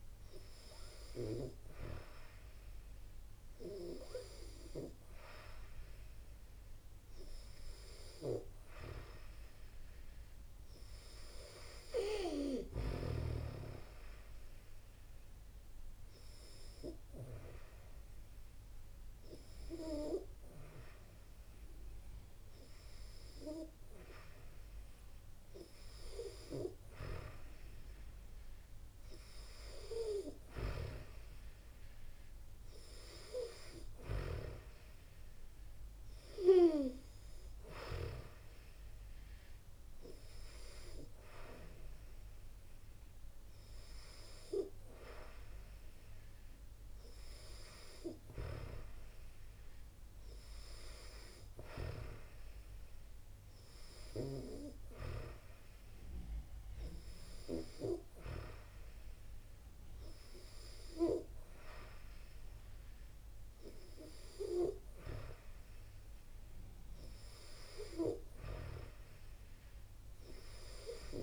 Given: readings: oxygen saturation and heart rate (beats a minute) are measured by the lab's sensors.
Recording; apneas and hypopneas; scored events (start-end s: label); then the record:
breathing in sleep by a room microphone; none
none scored
From the record:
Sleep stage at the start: N2 (light sleep); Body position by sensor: on the back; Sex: female